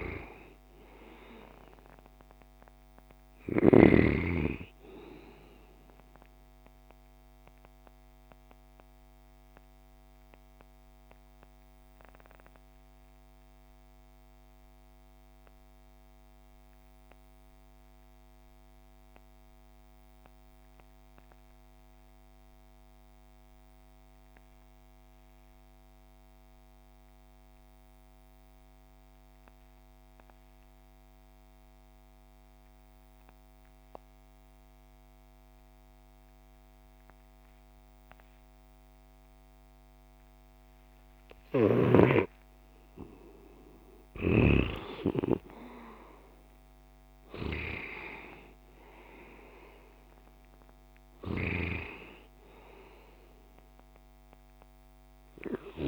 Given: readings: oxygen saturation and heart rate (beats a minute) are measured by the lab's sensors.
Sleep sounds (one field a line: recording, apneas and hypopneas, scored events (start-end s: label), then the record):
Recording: breathing in sleep by a microphone on the trachea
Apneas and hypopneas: 1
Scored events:
0.00-3.50 s: snoring (device-marked)
0.00-22.00 s: oxygen desaturation (device-marked, oxygen 80% lowest)
7.50-41.00 s: mixed apnea (oxygen 96% before, 80% lowest)
41.00-44.50 s: snoring (device-marked)
42.00-55.88 s: oxygen desaturation (device-marked, oxygen 97% before, 85% lowest)
43.50-48.00 s: arousal
From the record:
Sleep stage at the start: REM sleep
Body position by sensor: on the left side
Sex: male